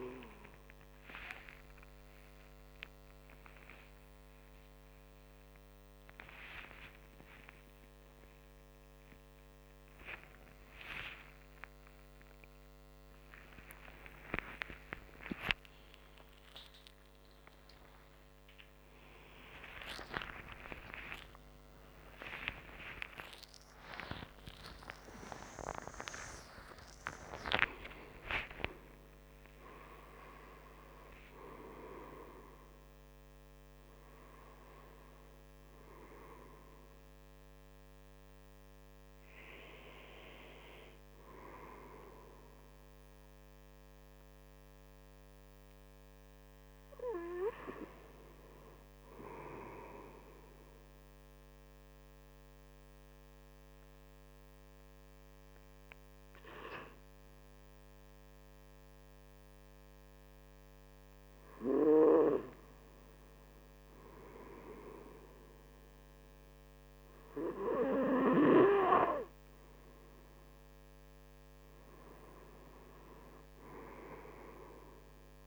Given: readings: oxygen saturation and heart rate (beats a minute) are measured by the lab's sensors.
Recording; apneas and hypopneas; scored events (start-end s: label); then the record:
a person partly awake in a sleep study, by a microphone on the trachea; none
0.00-11.00 s: oxygen desaturation (device-marked, oxygen 93% lowest, heart rate 109 extreme)
27.00-75.47 s: new sleep stage, N2 (light sleep)
71.00-75.47 s: arousal
From the record:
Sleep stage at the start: awake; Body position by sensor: on the right side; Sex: male